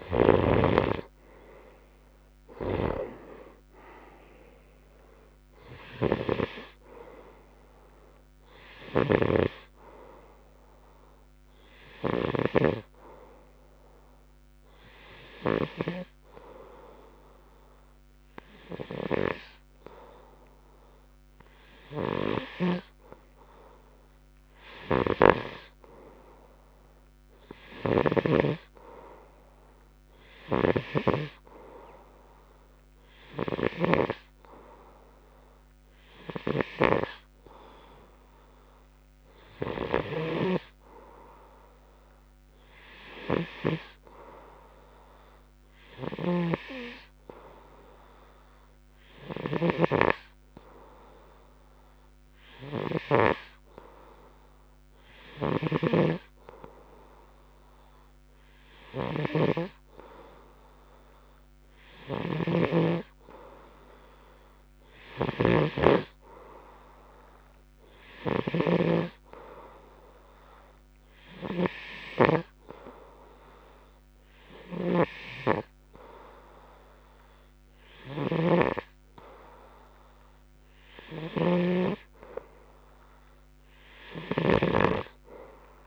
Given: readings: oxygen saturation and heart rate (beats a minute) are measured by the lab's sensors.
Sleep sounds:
breathing in sleep by a microphone on the trachea; none
9.50-13.00 s: snoring (device-marked)
23.00-40.50 s: snoring (device-marked)
46.50-73.00 s: snoring (device-marked)
75.00-85.00 s: snoring (device-marked)
From the record:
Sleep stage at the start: N2 (light sleep); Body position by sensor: on the right side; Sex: male

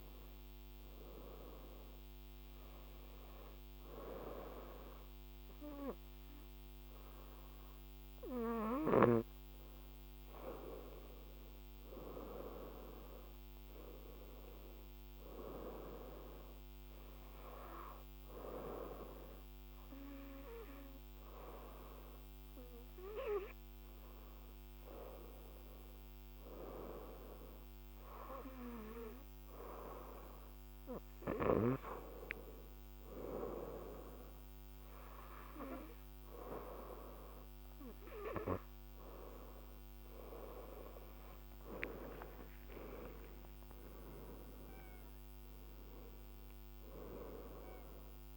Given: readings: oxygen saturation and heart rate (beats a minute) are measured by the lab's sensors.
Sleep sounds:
breathing in sleep by a microphone on the trachea; none
43.50-47.50 s: arousal
From the record:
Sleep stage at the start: N2 (light sleep); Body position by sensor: on the right side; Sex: female

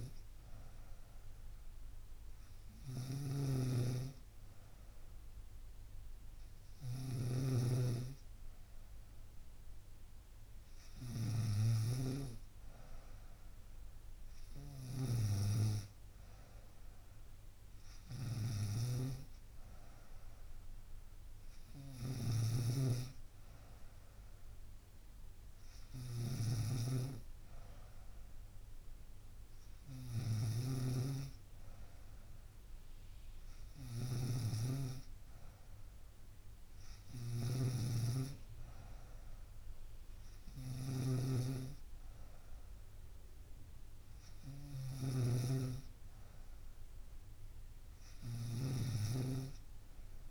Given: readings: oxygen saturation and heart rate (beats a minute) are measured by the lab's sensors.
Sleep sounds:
breathing in sleep by a room microphone; none
0.00-50.31 s: snoring (device-marked)
From the record:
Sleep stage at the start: N3 (deep sleep); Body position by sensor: on the right side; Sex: female

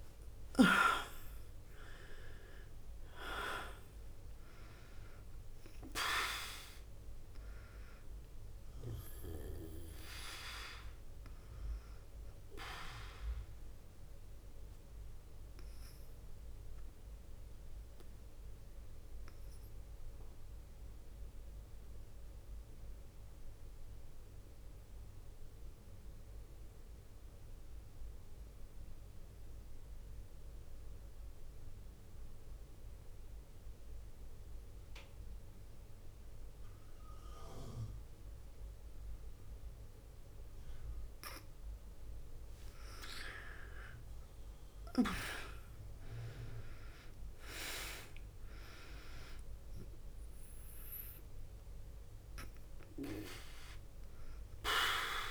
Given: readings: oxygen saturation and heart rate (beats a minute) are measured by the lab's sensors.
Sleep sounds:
breathing in sleep by a room microphone; 1
0.00-26.50 s: oxygen desaturation (device-marked, oxygen 88% lowest, heart rate 49 extreme)
16.00-41.00 s: obstructive apnea (oxygen 100% before, 88% lowest, heart rate 58 before, 49 extreme, up 6 after)
43.00-48.00 s: arousal
43.50-55.31 s: oxygen desaturation (device-marked, oxygen 99% before, 89% lowest, heart rate 53 before, 48 extreme)
From the record:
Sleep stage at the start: N2 (light sleep); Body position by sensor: on the back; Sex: female

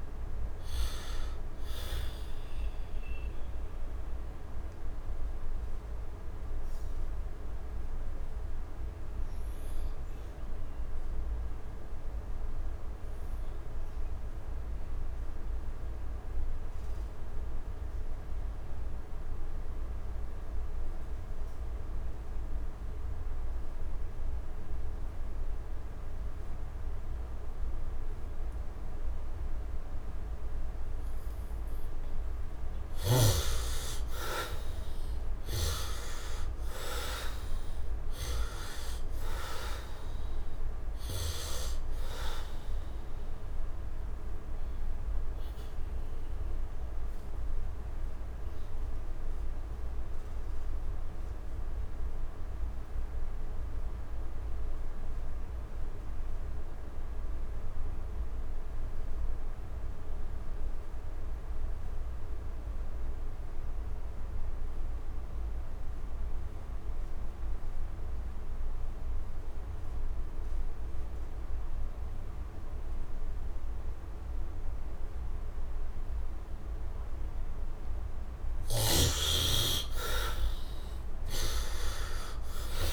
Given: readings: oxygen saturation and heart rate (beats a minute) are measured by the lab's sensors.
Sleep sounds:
breathing in sleep by a room microphone; 2
0.00-21.00 s: oxygen desaturation (device-marked, oxygen 65% lowest, heart rate 64 extreme)
5.00-29.50 s: obstructive apnea (oxygen 92% before, 65% lowest, heart rate 78 before, 58 extreme, up 6 after)
26.00-61.00 s: oxygen desaturation (device-marked, oxygen 99% before, 68% lowest, heart rate 72 before, 58 extreme)
33.00-38.00 s: arousal
42.50-78.00 s: obstructive apnea (oxygen 99% before, 67% lowest, heart rate 78 before, 58 extreme, up 20 after)
45.00-51.00 s: bradycardia (device-marked, heart rate 77 before, 58 extreme)
63.00-82.93 s: oxygen desaturation (device-marked, oxygen 100% before, 67% lowest, heart rate 65 before, 65 extreme)
From the record:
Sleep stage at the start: N2 (light sleep); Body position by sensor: on the back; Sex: male

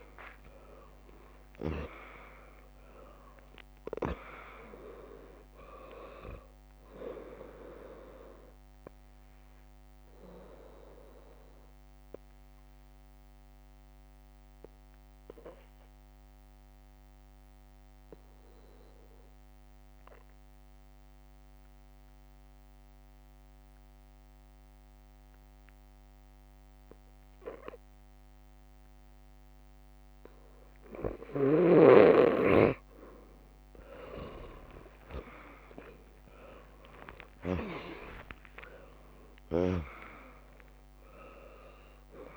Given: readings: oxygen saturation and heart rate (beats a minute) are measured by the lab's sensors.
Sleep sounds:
breathing in sleep by a microphone on the trachea; none
1.50-22.50 s: drop in pulse transit time (device-marked, heart rate 63 before, 68 extreme)
22.50-32.50 s: bradycardia (device-marked, heart rate 72 before, 56 extreme)
34.00-39.00 s: arousal
36.50-42.37 s: drop in pulse transit time (device-marked, heart rate 65 before, 61 extreme)
From the record:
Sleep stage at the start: N2 (light sleep); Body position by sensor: on the back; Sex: female

